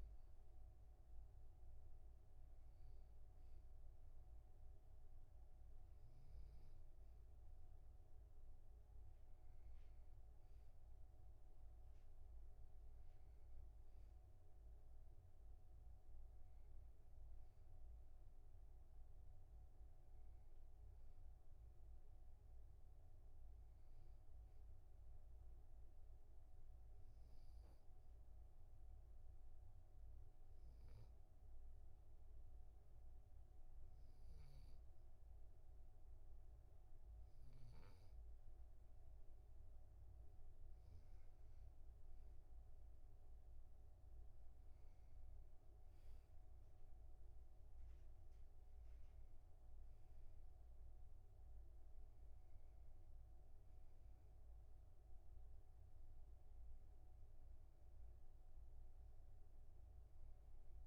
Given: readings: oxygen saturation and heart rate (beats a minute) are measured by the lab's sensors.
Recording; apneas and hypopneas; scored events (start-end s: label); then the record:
breathing in sleep, hard to hear, by a room microphone; 1
10.00-60.87 s: new sleep stage, N2 (light sleep)
27.00-40.50 s: obstructive apnea (oxygen 97% before, 95% lowest, heart rate 48 before, 44 extreme, up 9 after)
42.50-46.00 s: arousal
From the record:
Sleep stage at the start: N1 (lightest sleep); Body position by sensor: on the back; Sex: male